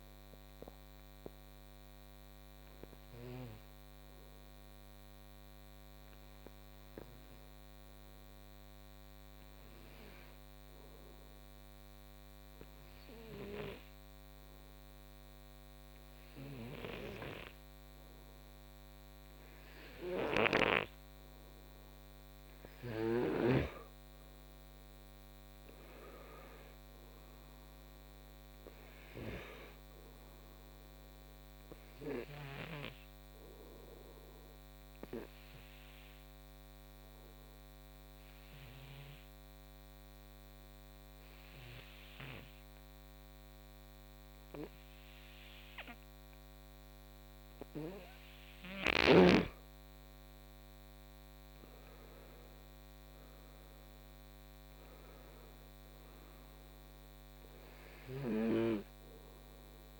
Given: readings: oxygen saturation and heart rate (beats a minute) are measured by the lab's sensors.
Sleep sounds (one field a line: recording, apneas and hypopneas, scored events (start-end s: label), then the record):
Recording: breathing in sleep by a microphone on the trachea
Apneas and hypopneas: 2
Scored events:
0.00-9.50 s: oxygen desaturation (device-marked, oxygen 90% lowest, heart rate 56 extreme)
1.00-21.50 s: hypopnea (oxygen 96% before, 90% lowest, heart rate 69 before, 58 extreme, up 8 after)
19.50-47.50 s: oxygen desaturation (device-marked, oxygen 97% before, 92% lowest, heart rate 60 before, 58 extreme)
24.50-29.00 s: arousal
35.50-49.50 s: obstructive apnea (oxygen 97% before, 90% lowest, heart rate 66 before, 59 extreme, up 8 after)
51.00-55.50 s: arousal
58.50-60.00 s: oxygen desaturation (device-marked, oxygen 95% before, 90% lowest, heart rate 63 before, 62 extreme)
From the record:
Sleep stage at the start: N2 (light sleep)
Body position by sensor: on the right side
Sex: male